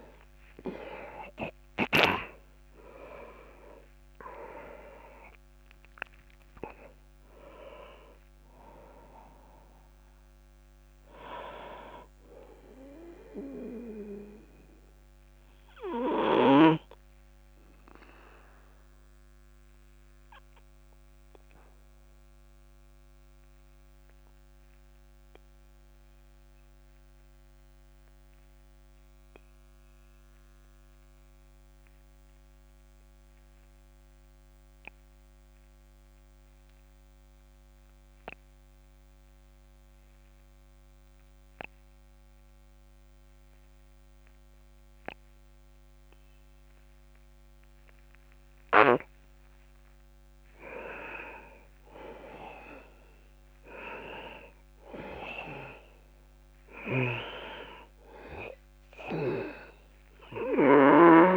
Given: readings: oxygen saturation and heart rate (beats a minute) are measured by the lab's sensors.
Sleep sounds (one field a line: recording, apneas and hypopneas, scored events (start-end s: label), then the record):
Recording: breathing in sleep by a microphone on the trachea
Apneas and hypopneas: 1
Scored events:
0.00-30.00 s: oxygen desaturation (device-marked, oxygen 83% lowest)
1.50-5.50 s: arousal
15.00-49.50 s: obstructive apnea (oxygen 98% before, 83% lowest)
51.00-61.37 s: oxygen desaturation (device-marked, oxygen 99% before, 86% lowest, heart rate 34 before, 25 extreme)
51.50-55.50 s: arousal
56.50-61.00 s: snoring (device-marked)
From the record:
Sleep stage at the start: N2 (light sleep)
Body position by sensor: on the back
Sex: male